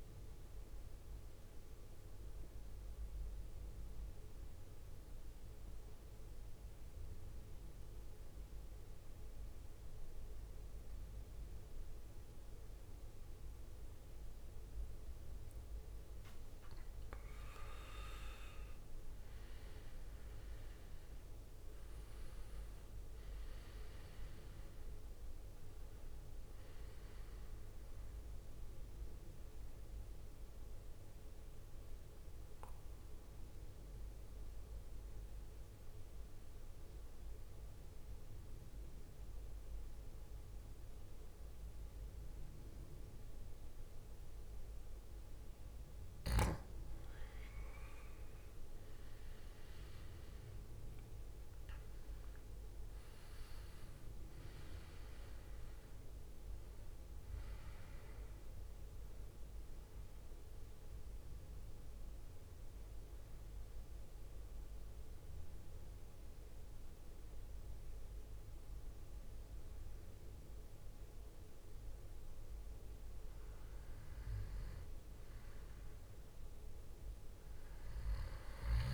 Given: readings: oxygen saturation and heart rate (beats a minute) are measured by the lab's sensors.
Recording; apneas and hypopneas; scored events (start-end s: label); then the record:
breathing in sleep, hard to hear, by a room microphone; 3
1.00-15.50 s: central apnea (oxygen 98% before, 93% lowest, heart rate 70 before, 57 extreme, up 13 after)
17.50-39.50 s: oxygen desaturation (device-marked, oxygen 99% before, 94% lowest, heart rate 61 before, 57 extreme)
18.50-24.00 s: arousal
30.00-47.00 s: central apnea (oxygen 99% before, 93% lowest, heart rate 66 before, 57 extreme, up 15 after)
48.50-54.00 s: arousal
51.50-68.50 s: oxygen desaturation (device-marked, oxygen 98% before, 93% lowest, heart rate 61 before, 57 extreme)
61.00-74.50 s: mixed apnea (oxygen 98% before, 93% lowest, heart rate 66 before, 53 extreme, up 8 after)
From the record:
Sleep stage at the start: N2 (light sleep); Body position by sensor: on the back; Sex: male